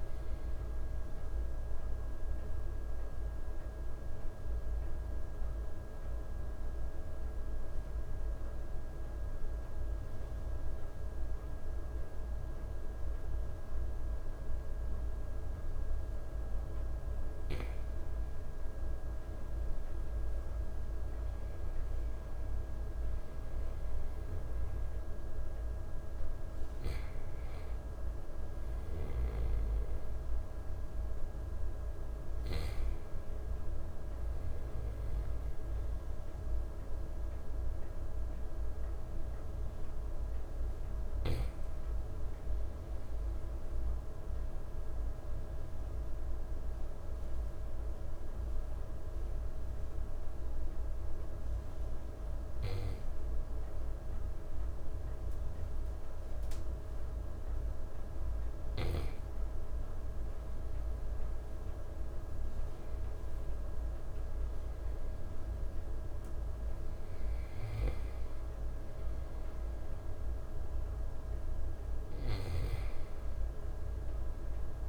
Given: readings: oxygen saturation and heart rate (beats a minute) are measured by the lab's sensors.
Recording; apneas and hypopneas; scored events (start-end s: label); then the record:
breathing in sleep, hard to hear, by a room microphone; 2
0.00-3.00 s: oxygen desaturation (device-marked, oxygen 86% lowest, heart rate 56 extreme)
0.50-14.50 s: obstructive apnea (oxygen 92% before, 92% lowest, heart rate 74 before, 52 extreme, up 0 after)
18.00-21.50 s: arousal
25.00-74.89 s: new sleep stage, N2 (light sleep)
44.50-57.50 s: hypopnea (oxygen 98% before, 93% lowest, heart rate 58 before, 61 extreme, up 3 after)
60.00-64.00 s: arousal
From the record:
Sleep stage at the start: REM sleep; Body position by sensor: on the right side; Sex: male